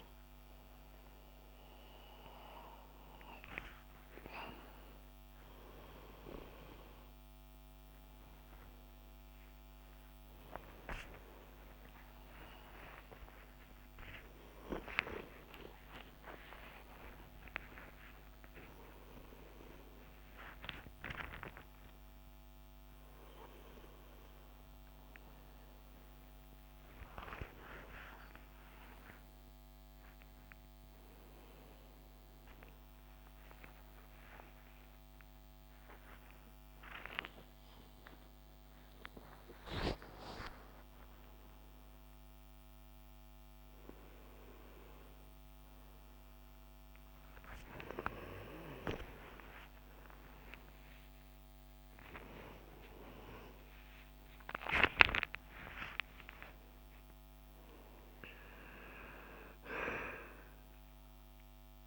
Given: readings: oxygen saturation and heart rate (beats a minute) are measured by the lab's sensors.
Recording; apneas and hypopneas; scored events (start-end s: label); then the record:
a person awake in a sleep study, by a microphone on the trachea; none
none scored
From the record:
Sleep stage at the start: awake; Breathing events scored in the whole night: 253 in 7.0 hours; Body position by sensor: on the left side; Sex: male